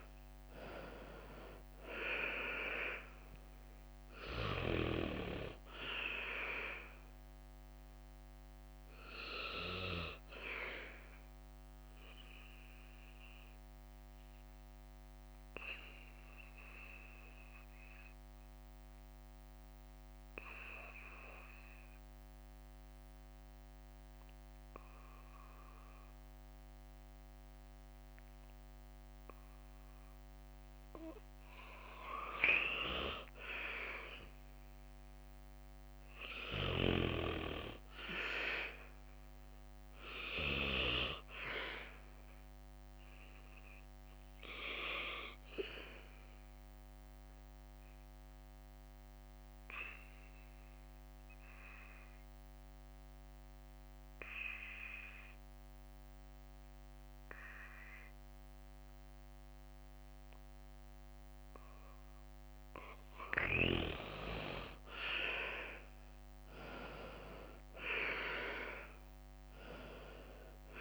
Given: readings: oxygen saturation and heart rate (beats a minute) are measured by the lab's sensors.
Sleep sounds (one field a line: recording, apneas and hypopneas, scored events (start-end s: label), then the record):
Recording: breathing in sleep by a microphone on the trachea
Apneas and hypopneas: 2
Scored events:
0.00-2.50 s: arousal
0.00-12.00 s: drop in pulse transit time (device-marked, heart rate 58 before, 57 extreme)
0.00-31.00 s: oxygen desaturation (device-marked, oxygen 87% lowest, heart rate 53 extreme)
8.00-39.00 s: bradycardia (device-marked, heart rate 61 before, 53 extreme)
9.50-30.50 s: hypopnea (oxygen 98% before, 87% lowest, heart rate 60 before, 53 extreme, up 2 after)
33.00-47.00 s: drop in pulse transit time (device-marked, heart rate 55 before, 56 extreme)
33.50-37.00 s: arousal
41.50-61.00 s: hypopnea (oxygen 97% before, 87% lowest, heart rate 56 before, 56 extreme, up 9 after)
44.00-63.00 s: bradycardia (device-marked, heart rate 60 before, 56 extreme)
51.00-64.00 s: oxygen desaturation (device-marked, oxygen 97% before, 89% lowest, heart rate 58 before, 56 extreme)
64.00-67.50 s: arousal
66.00-70.81 s: drop in pulse transit time (device-marked, heart rate 57 before, 61 extreme)
From the record:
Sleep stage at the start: N2 (light sleep)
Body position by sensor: on the right side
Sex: male